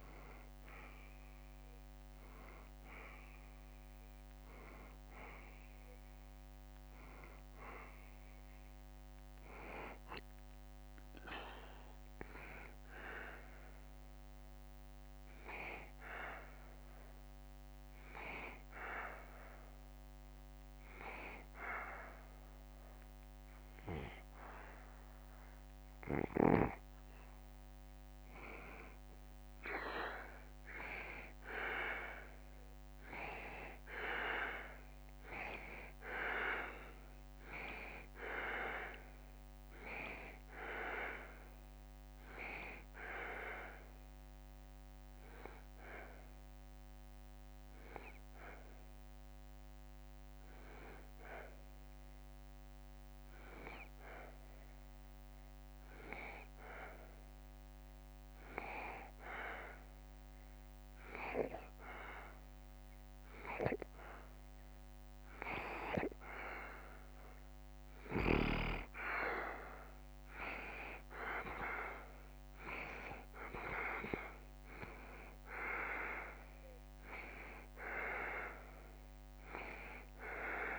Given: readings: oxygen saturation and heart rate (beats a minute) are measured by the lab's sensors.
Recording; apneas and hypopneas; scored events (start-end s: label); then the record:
breathing in sleep by a microphone on the trachea; 2
12.00-27.00 s: obstructive apnea (oxygen 96% before, 90% lowest, heart rate 74 before, 70 extreme, up 2 after)
30.50-35.50 s: arousal
34.50-53.50 s: oxygen desaturation (device-marked, oxygen 94% before, 90% lowest, heart rate 71 before, 71 extreme)
44.50-65.50 s: obstructive apnea (oxygen 94% before, 89% lowest, heart rate 72 before, 71 extreme, up 2 after)
68.50-73.00 s: arousal
From the record:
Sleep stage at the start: N1 (lightest sleep); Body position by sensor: on the back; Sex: male